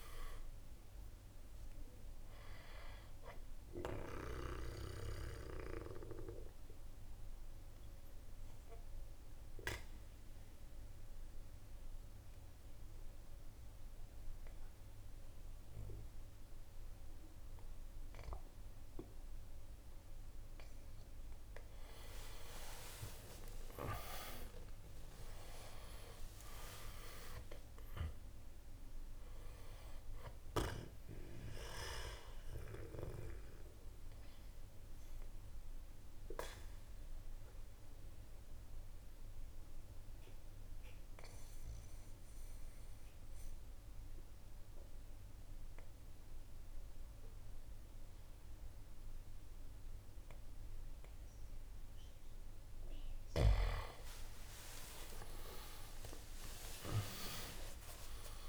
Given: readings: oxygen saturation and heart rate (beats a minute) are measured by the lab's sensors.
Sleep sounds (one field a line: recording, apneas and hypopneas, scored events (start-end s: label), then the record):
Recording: breathing in sleep by a room microphone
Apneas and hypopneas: 2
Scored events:
0.00-8.50 s: drop in pulse transit time (device-marked, heart rate 63 extreme)
1.50-18.50 s: oxygen desaturation (device-marked, oxygen 97% before, 90% lowest, heart rate 75 before, 61 extreme)
3.50-20.50 s: central apnea (oxygen 97% before, 86% lowest, heart rate 77 before, 61 extreme, up 19 after)
22.50-27.50 s: arousal
24.50-37.50 s: drop in pulse transit time (device-marked, heart rate 66 before, 64 extreme)
31.50-46.50 s: oxygen desaturation (device-marked, oxygen 97% before, 88% lowest, heart rate 72 before, 61 extreme)
32.00-52.50 s: central apnea (oxygen 97% before, 86% lowest, heart rate 72 before, 61 extreme, up 37 after)
53.50-58.00 s: arousal
55.50-58.49 s: oxygen desaturation (device-marked, oxygen 98% before, 94% lowest, heart rate 63 before, 61 extreme)
56.50-58.49 s: drop in pulse transit time (device-marked, heart rate 62 before, 62 extreme)
From the record:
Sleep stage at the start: N2 (light sleep)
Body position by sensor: on the back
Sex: male